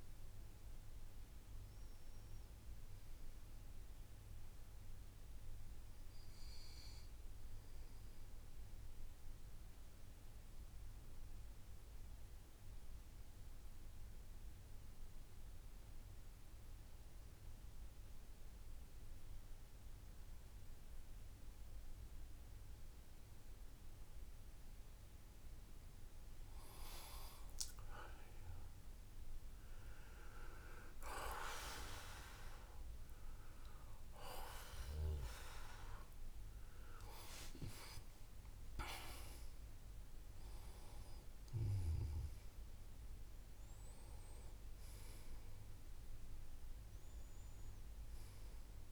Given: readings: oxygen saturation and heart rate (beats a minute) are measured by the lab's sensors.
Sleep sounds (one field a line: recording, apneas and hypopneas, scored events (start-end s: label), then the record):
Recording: breathing in sleep by a room microphone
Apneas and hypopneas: 1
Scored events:
7.50-24.50 s: obstructive apnea (oxygen 99% before, 91% lowest, heart rate 59 before, 56 extreme, up 6 after)
21.50-48.92 s: oxygen desaturation (device-marked, oxygen 96% before, 91% lowest, heart rate 57 before, 55 extreme)
27.00-32.00 s: arousal
From the record:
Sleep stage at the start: N2 (light sleep)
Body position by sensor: on the right side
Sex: male